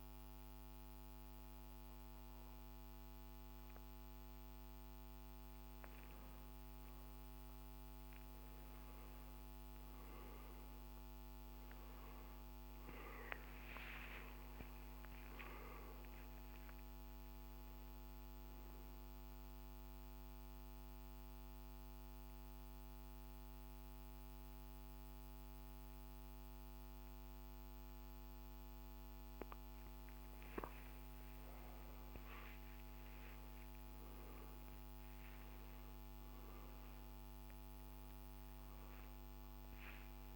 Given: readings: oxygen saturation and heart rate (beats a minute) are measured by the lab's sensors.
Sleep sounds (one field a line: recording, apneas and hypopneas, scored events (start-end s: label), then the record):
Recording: breathing in sleep, hard to hear, by a microphone on the trachea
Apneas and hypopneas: 1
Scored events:
13.50-17.50 s: arousal
18.50-27.50 s: oxygen desaturation (device-marked, oxygen 99% before, 91% lowest, heart rate 62 before, 51 extreme)
19.50-29.50 s: obstructive apnea (oxygen 99% before, 91% lowest, heart rate 62 before, 51 extreme, up 19 after)
31.50-36.00 s: arousal
38.50-40.36 s: oxygen desaturation (device-marked, oxygen 98% before, 94% lowest, heart rate 60 before, 56 extreme)
From the record:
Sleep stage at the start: N2 (light sleep)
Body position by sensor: on the back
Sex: male